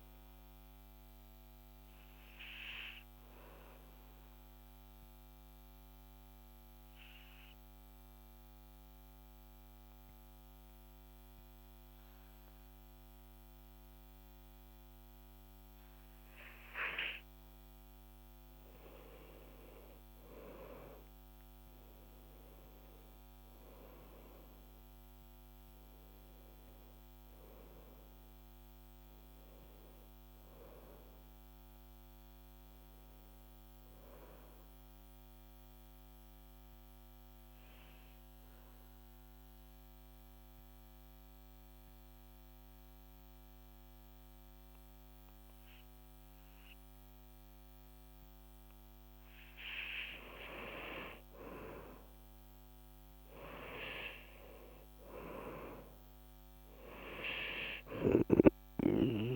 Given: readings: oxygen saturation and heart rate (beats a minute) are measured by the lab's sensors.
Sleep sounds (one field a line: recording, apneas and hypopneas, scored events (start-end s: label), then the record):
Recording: breathing in sleep by a microphone on the trachea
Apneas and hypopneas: 2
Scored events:
1.00-18.00 s: obstructive apnea (oxygen 98% before, 93% lowest, heart rate 53 before, 46 extreme, up 16 after)
13.00-21.00 s: oxygen desaturation (device-marked, oxygen 97% before, 93% lowest, heart rate 50 before, 46 extreme)
21.00-25.50 s: arousal
35.50-50.00 s: mixed apnea (oxygen 97% before, 93% lowest, heart rate 56 before, 46 extreme, up 11 after)
51.00-58.00 s: oxygen desaturation (device-marked, oxygen 96% before, 93% lowest, heart rate 49 before, 47 extreme)
51.50-55.00 s: arousal
From the record:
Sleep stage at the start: N2 (light sleep)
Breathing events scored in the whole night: 239 in 3.1 hours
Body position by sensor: on the back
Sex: male